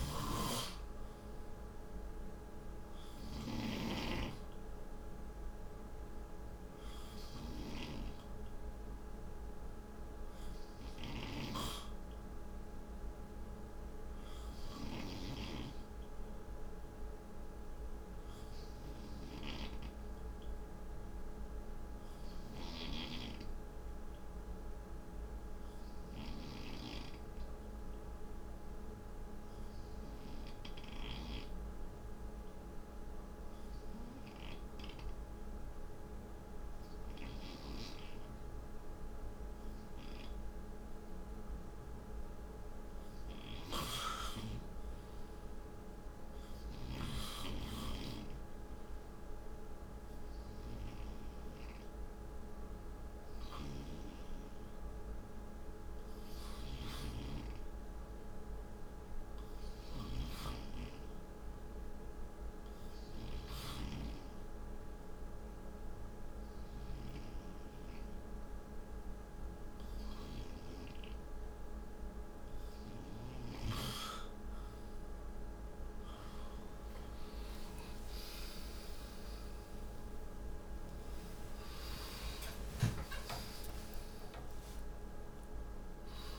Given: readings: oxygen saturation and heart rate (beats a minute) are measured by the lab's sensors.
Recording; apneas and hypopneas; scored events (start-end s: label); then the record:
breathing in sleep by a room microphone; 1
0.00-3.00 s: snoring (device-marked)
0.00-18.50 s: oxygen desaturation (device-marked, oxygen 93% lowest, heart rate 62 extreme)
10.50-14.50 s: snoring (device-marked)
19.50-41.00 s: obstructive apnea (oxygen 96% before, 90% lowest, heart rate 65 before, 54 extreme, up 2 after)
43.00-47.50 s: arousal
45.50-69.50 s: oxygen desaturation (device-marked, oxygen 94% before, 90% lowest, heart rate 65 before, 54 extreme)
69.50-86.39 s: new sleep stage, awake
From the record:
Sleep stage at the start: N2 (light sleep); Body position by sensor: on the front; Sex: male